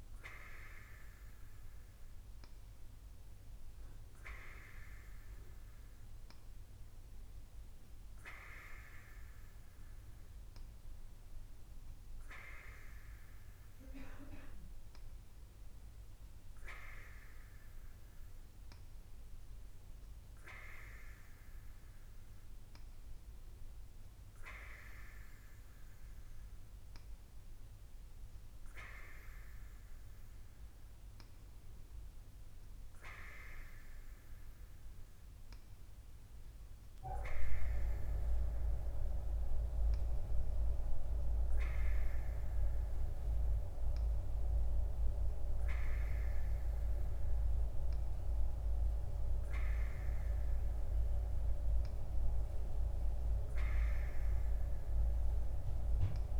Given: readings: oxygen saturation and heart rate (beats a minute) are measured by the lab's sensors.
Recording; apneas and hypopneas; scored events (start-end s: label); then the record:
breathing in sleep by a room microphone; none
none scored
From the record:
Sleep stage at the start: N2 (light sleep); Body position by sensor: on the right side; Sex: female